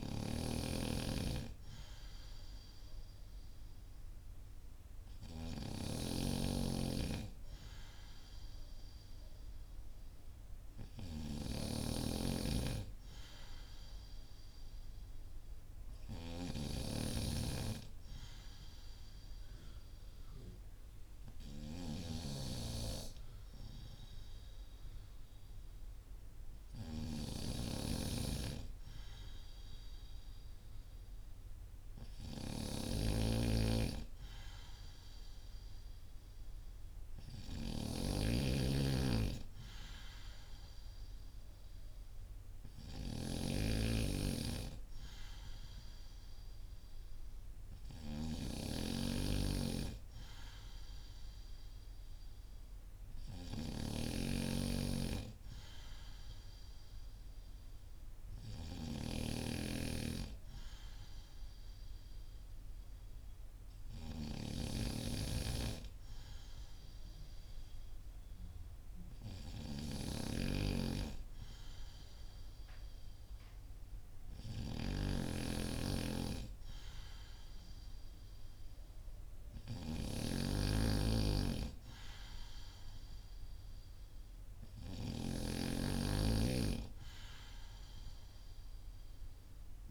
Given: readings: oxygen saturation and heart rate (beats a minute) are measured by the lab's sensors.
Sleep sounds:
breathing in sleep by a room microphone; none
0.00-5.00 s: snoring (device-marked)
11.00-64.50 s: snoring (device-marked)
74.50-89.91 s: snoring (device-marked)
From the record:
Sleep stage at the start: N2 (light sleep); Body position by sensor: on the back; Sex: male

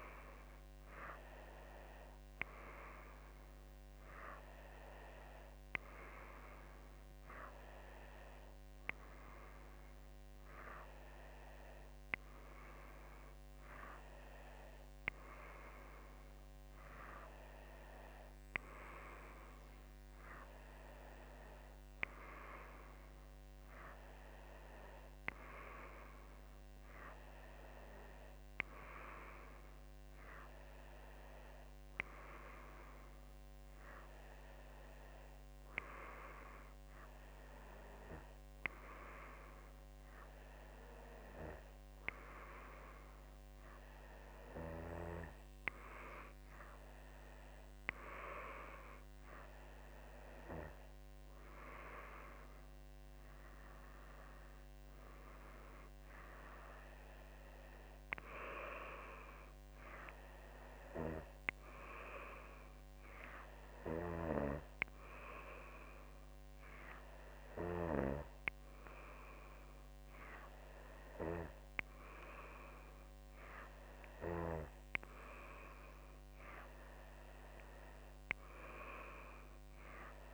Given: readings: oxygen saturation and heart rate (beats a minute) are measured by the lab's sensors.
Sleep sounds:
breathing in sleep by a microphone on the trachea; none
none scored
From the record:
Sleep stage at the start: N2 (light sleep); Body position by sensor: on the back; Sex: female

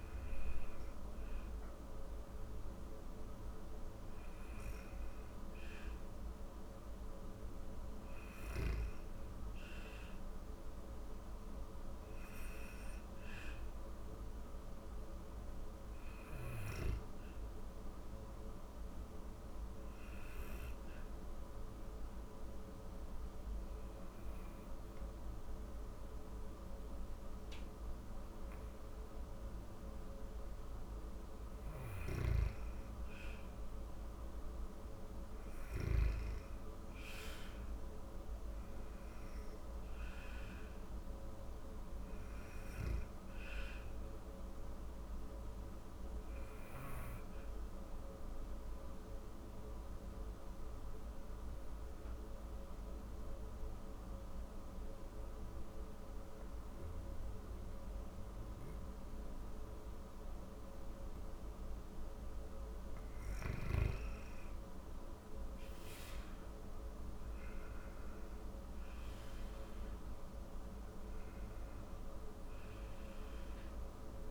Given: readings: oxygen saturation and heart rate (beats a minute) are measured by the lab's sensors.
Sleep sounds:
breathing in sleep, hard to hear, by a room microphone; 2
13.00-29.50 s: hypopnea (oxygen 96% before, 90% lowest)
32.00-36.00 s: arousal
35.50-65.50 s: new sleep stage, N2 (light sleep)
42.50-60.00 s: obstructive apnea (oxygen 96% before, 90% lowest)
62.50-67.50 s: arousal
65.50-74.31 s: new sleep stage, N1 (lightest sleep)
65.50-74.31 s: oxygen desaturation (device-marked, oxygen 96% before, 90% lowest)
From the record:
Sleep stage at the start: N1 (lightest sleep); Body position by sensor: on the back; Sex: female

